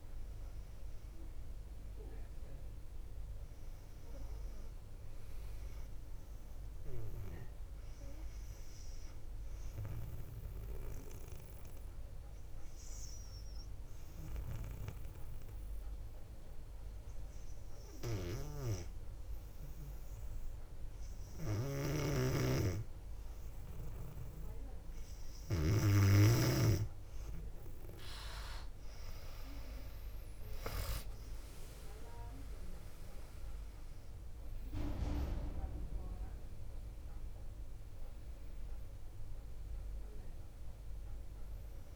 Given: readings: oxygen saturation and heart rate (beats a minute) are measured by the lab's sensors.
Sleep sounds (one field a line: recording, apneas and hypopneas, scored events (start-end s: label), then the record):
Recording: breathing in sleep by a room microphone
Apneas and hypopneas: 1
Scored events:
8.50-22.50 s: obstructive apnea (oxygen 98% before, 96% lowest, heart rate 62 before, 56 extreme, up 4 after)
21.50-26.00 s: snoring (device-marked)
30.00-35.50 s: arousal
35.00-41.96 s: drop in pulse transit time (device-marked, heart rate 61 before, 58 extreme)
37.00-41.96 s: oxygen desaturation (device-marked, oxygen 99% before, 96% lowest, heart rate 62 before, 55 extreme)
From the record:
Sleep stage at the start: N2 (light sleep)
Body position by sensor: on the back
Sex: female